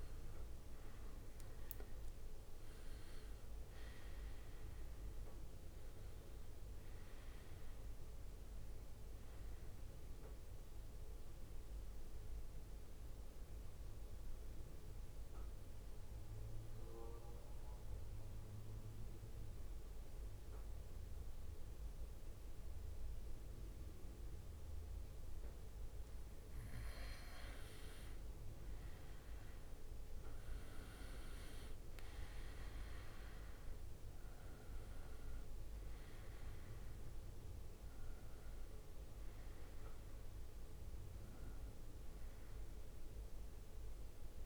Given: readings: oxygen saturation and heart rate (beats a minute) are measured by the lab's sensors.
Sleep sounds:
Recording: breathing in sleep, hard to hear, by a room microphone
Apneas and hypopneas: 1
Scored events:
0.00-4.50 s: drop in pulse transit time (device-marked, heart rate 62 extreme)
0.00-14.50 s: oxygen desaturation (device-marked, oxygen 90% lowest, heart rate 56 extreme)
10.50-26.00 s: central apnea (oxygen 96% before, 92% lowest, heart rate 69 before, 56 extreme, up 12 after)
29.00-33.00 s: arousal
30.50-44.45 s: oxygen desaturation (device-marked, oxygen 99% before, 93% lowest, heart rate 59 before, 57 extreme)
From the record:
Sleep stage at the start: N2 (light sleep)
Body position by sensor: on the back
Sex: male

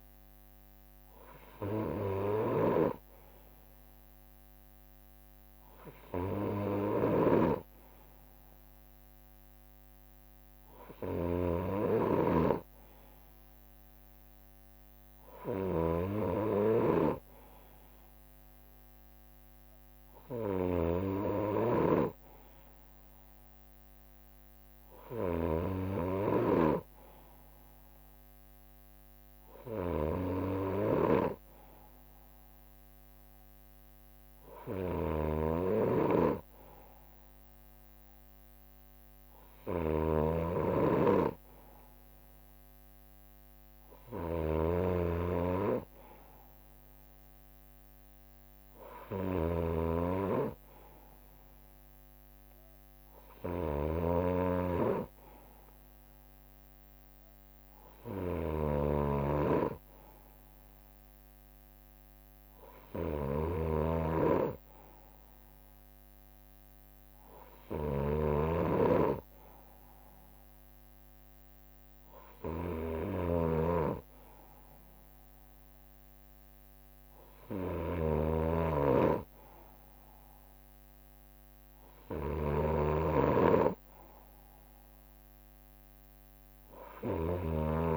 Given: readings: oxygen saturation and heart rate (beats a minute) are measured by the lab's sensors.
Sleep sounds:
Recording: breathing in sleep by a microphone on the trachea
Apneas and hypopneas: none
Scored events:
0.00-87.97 s: snoring (device-marked)
9.50-11.50 s: leg movement (device-marked)
12.50-19.00 s: leg movement (device-marked)
20.00-22.50 s: leg movement (device-marked)
69.50-75.00 s: leg movement (device-marked)
75.00-79.00 s: leg movement (device-marked)
From the record:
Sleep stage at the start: N2 (light sleep)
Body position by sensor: on the right side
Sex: male

